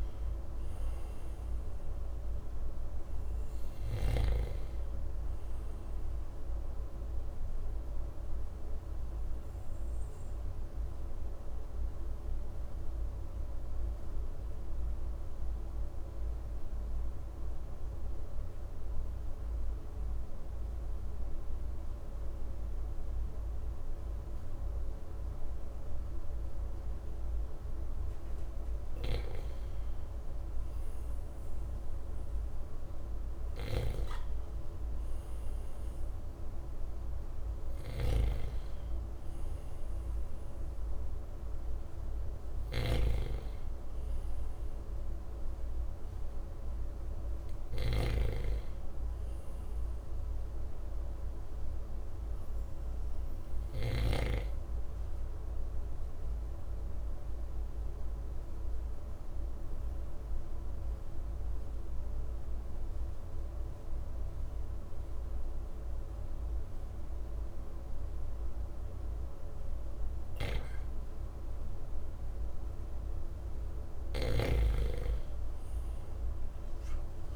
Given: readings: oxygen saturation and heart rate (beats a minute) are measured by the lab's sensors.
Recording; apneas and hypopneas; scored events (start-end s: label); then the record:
breathing in sleep by a room microphone; 2
6.50-27.50 s: mixed apnea (oxygen 97% before, 93% lowest, heart rate 58 before, 51 extreme, up 7 after)
30.50-34.00 s: arousal
31.00-57.00 s: oxygen desaturation (device-marked, oxygen 98% before, 94% lowest, heart rate 52 before, 54 extreme)
37.50-54.00 s: snoring (device-marked)
55.50-70.50 s: obstructive apnea (oxygen 98% before, 92% lowest, heart rate 58 before, 54 extreme, up 6 after)
73.50-77.00 s: arousal
74.00-77.36 s: oxygen desaturation (device-marked, oxygen 97% before, 92% lowest, heart rate 56 before, 52 extreme)
From the record:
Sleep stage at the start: N2 (light sleep); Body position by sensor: on the right side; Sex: male